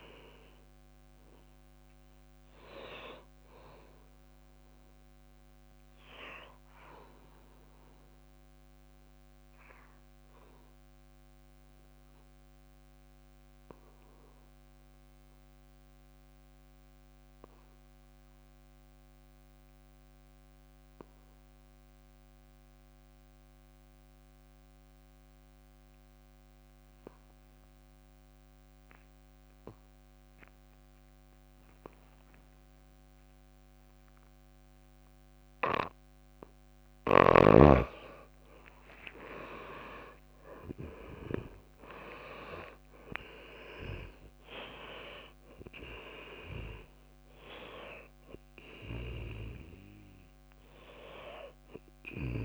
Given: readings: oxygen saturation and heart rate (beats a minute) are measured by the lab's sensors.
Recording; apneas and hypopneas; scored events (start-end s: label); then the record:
breathing in sleep by a microphone on the trachea; 1
0.00-9.50 s: drop in pulse transit time (device-marked, heart rate 61 extreme)
2.50-18.50 s: oxygen desaturation (device-marked, oxygen 93% before, 84% lowest, heart rate 92 before, 57 extreme)
8.50-36.00 s: mixed apnea (oxygen 97% before, 76% lowest, heart rate 95 before, 53 extreme, up 32 after)
34.50-52.44 s: oxygen desaturation (device-marked, oxygen 99% before, 76% lowest, heart rate 59 before, 53 extreme)
38.00-41.50 s: arousal
43.50-45.50 s: long interval between heartbeats (device-marked, heart rate 65 before, 91 extreme)
From the record:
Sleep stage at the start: N2 (light sleep); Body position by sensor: on the back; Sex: female